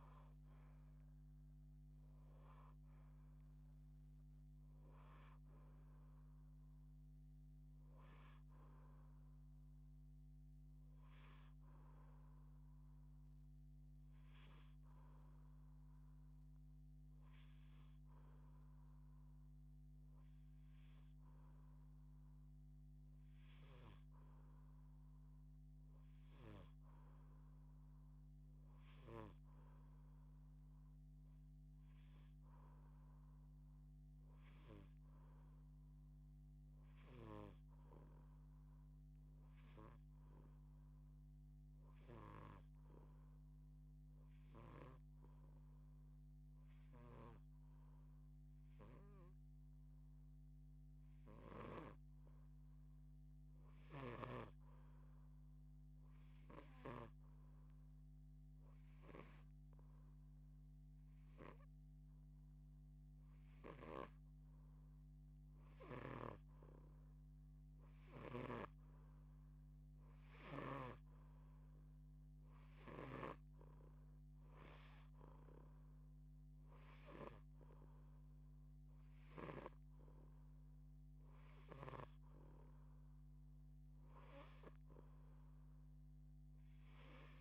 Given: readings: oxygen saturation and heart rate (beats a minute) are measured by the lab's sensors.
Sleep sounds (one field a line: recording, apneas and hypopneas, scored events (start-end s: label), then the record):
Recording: breathing in sleep by a microphone on the trachea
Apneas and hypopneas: 1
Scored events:
0.00-22.50 s: oxygen desaturation (device-marked, oxygen 79% lowest, heart rate 42 extreme)
34.50-39.00 s: arousal
36.50-42.00 s: snoring (device-marked)
44.50-71.50 s: oxygen desaturation (device-marked, oxygen 91% before, 85% lowest, heart rate 143 before, 40 extreme)
45.50-63.50 s: hypopnea (oxygen 93% before, 85% lowest, heart rate 146 before, 40 extreme)
46.50-51.50 s: snoring (device-marked)
63.50-67.50 s: arousal
68.00-77.00 s: snoring (device-marked)
From the record:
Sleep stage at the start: N2 (light sleep)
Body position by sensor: on the back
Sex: female